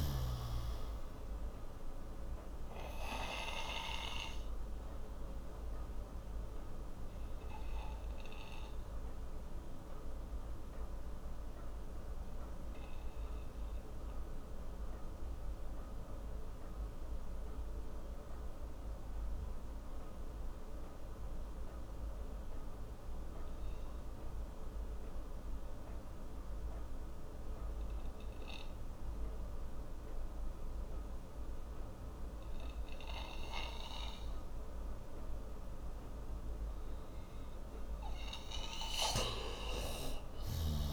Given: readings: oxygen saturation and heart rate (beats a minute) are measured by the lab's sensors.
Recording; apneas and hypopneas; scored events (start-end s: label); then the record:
breathing in sleep by a room microphone; 1
0.00-26.00 s: oxygen desaturation (device-marked, oxygen 89% lowest)
2.50-36.50 s: obstructive apnea (oxygen 97% before, 89% lowest)
37.50-40.00 s: arousal
From the record:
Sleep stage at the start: N2 (light sleep); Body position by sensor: on the right side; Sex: male